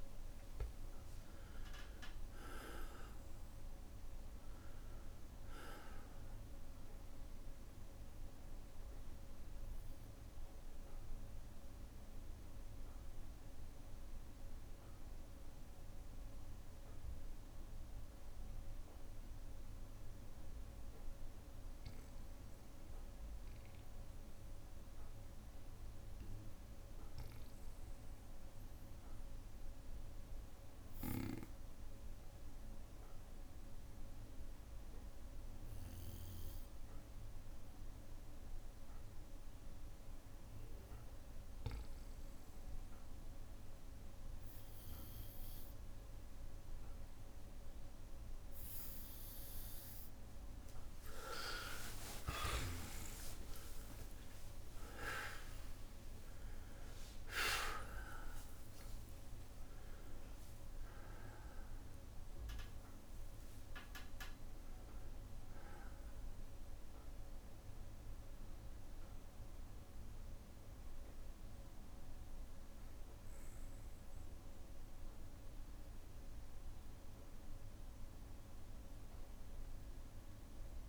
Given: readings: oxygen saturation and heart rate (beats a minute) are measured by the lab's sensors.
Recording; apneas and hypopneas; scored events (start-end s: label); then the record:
breathing in sleep by a room microphone; 1
0.00-2.00 s: arousal
0.00-23.00 s: oxygen desaturation (device-marked, oxygen 91% lowest, heart rate 58 extreme)
1.50-3.50 s: long interval between heartbeats (device-marked, heart rate 61 before, 73 extreme)
11.00-29.00 s: bradycardia (device-marked, heart rate 62 before, 58 extreme)
11.00-49.00 s: obstructive apnea (oxygen 99% before, 90% lowest, heart rate 66 before, 58 extreme, up 32 after)
40.00-62.00 s: oxygen desaturation (device-marked, oxygen 99% before, 92% lowest, heart rate 59 before, 61 extreme)
51.00-56.00 s: arousal
52.50-54.50 s: long interval between heartbeats (device-marked, heart rate 61 before, 78 extreme)
54.00-80.89 s: new sleep stage, N1 (lightest sleep)
59.50-61.50 s: long interval between heartbeats (device-marked, heart rate 71 before, 76 extreme)
67.00-75.00 s: oxygen desaturation (device-marked, oxygen 93% before, 90% lowest, heart rate 77 before, 61 extreme)
From the record:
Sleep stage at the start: N2 (light sleep); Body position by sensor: on the back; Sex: male